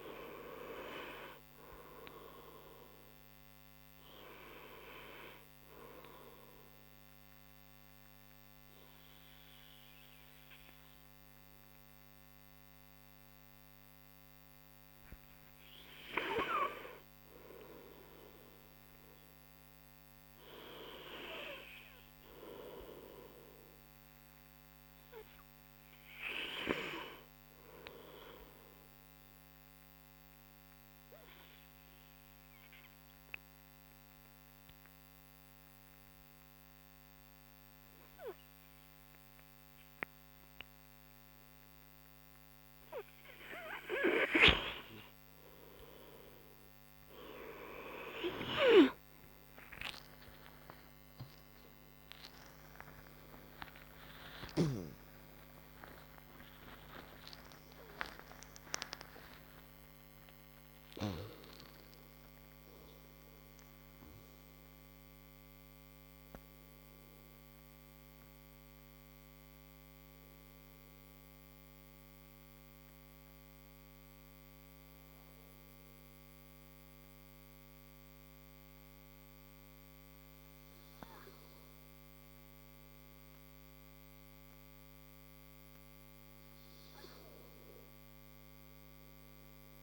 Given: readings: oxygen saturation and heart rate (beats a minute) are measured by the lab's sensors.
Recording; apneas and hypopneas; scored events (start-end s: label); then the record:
a person partly awake in a sleep study, by a microphone on the trachea; 2
6.00-16.50 s: obstructive apnea (oxygen 96% before, 93% lowest)
18.50-22.50 s: arousal
26.00-34.00 s: oxygen desaturation (device-marked, oxygen 99% before, 95% lowest)
29.50-42.50 s: obstructive apnea (oxygen 99% before, 94% lowest)
44.00-74.00 s: new sleep stage, awake
52.00-58.00 s: tachycardia (device-marked)
74.00-89.83 s: new sleep stage, N2 (light sleep)
From the record:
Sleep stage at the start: N2 (light sleep); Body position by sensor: on the right side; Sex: male